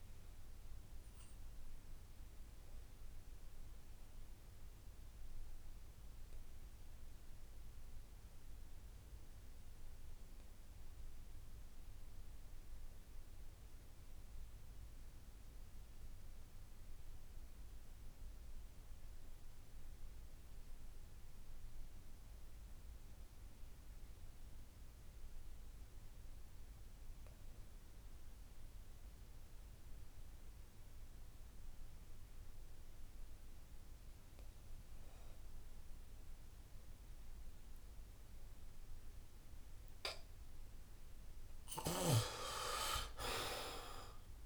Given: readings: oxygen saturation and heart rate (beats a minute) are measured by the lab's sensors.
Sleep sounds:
breathing in sleep by a room microphone; 1
0.00-20.00 s: oxygen desaturation (device-marked, oxygen 74% lowest, heart rate 64 extreme)
0.50-40.00 s: obstructive apnea (oxygen 98% before, 74% lowest, heart rate 74 before, 64 extreme, up 5 after)
28.00-44.46 s: oxygen desaturation (device-marked, oxygen 98% before, 74% lowest, heart rate 68 before, 66 extreme)
40.50-44.00 s: arousal
From the record:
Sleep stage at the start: N2 (light sleep); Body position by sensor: on the back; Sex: male

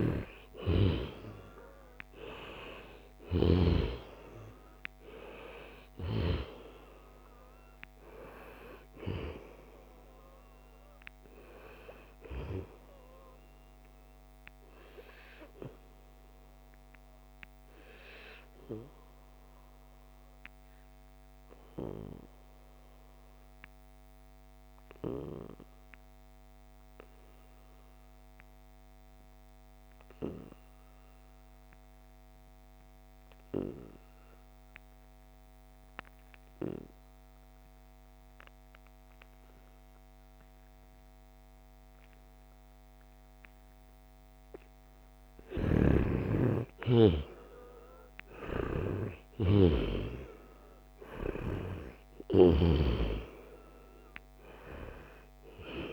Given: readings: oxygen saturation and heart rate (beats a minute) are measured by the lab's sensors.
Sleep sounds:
breathing in sleep by a microphone on the trachea; 1
0.00-1.00 s: arousal
0.00-25.50 s: oxygen desaturation (device-marked, oxygen 86% lowest, heart rate 68 extreme)
14.00-44.50 s: obstructive apnea (oxygen 97% before, 86% lowest, heart rate 73 before, 70 extreme, up 1 after)
42.50-55.93 s: oxygen desaturation (device-marked, oxygen 97% before, 88% lowest, heart rate 73 before, 70 extreme)
46.00-50.00 s: arousal
From the record:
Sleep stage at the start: N2 (light sleep); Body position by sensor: on the back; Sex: male

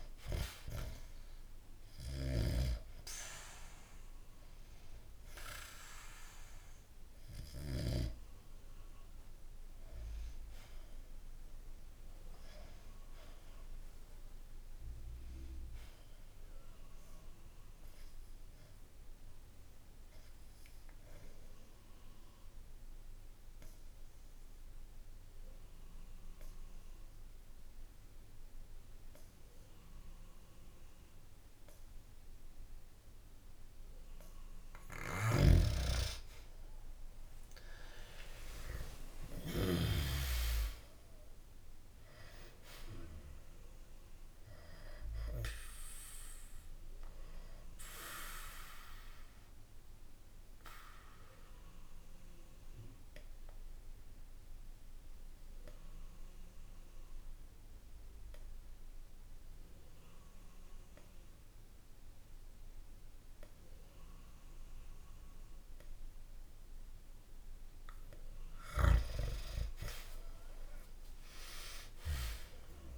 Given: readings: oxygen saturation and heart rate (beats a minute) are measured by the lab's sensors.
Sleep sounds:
breathing in sleep by a room microphone; 2
4.00-21.00 s: oxygen desaturation (device-marked, oxygen 98% before, 92% lowest, heart rate 65 before, 65 extreme)
17.00-34.00 s: obstructive apnea (oxygen 98% before, 92% lowest, heart rate 65 before, 57 extreme, up 0 after)
35.00-40.00 s: snoring (device-marked)
37.50-41.50 s: arousal
39.00-55.00 s: oxygen desaturation (device-marked, oxygen 98% before, 92% lowest, heart rate 67 before, 57 extreme)
47.50-67.00 s: obstructive apnea (oxygen 98% before, 92% lowest, heart rate 66 before, 64 extreme, up 1 after)
68.50-72.98 s: snoring (device-marked)
70.50-72.98 s: arousal
From the record:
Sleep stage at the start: N2 (light sleep); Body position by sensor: on the back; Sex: male

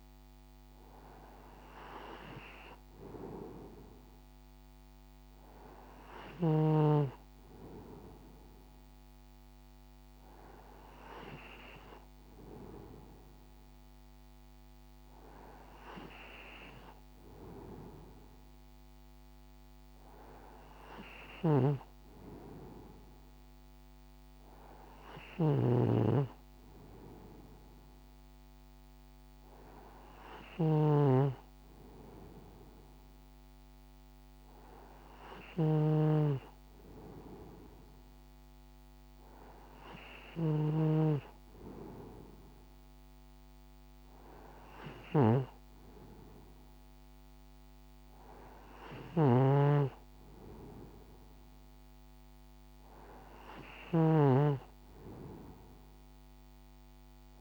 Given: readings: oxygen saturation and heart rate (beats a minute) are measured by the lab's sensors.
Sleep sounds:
breathing in sleep by a microphone on the trachea; none
21.00-54.00 s: snoring (device-marked)
From the record:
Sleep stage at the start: N2 (light sleep); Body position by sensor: on the right side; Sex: male

